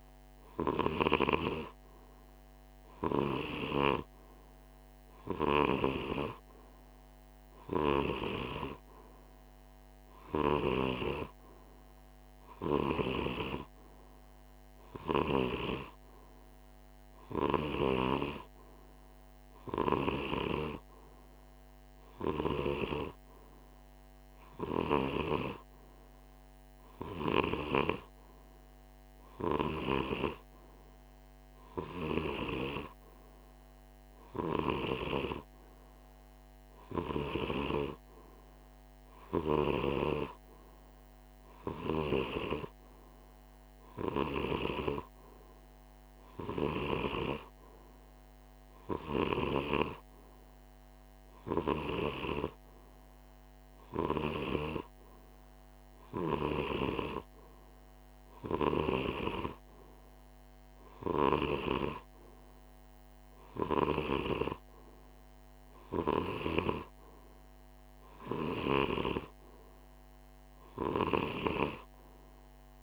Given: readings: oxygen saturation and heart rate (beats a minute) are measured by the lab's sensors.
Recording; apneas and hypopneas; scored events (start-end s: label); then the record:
breathing in sleep by a microphone on the trachea; none
none scored
From the record:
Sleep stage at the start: N2 (light sleep); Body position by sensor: on the right side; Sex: male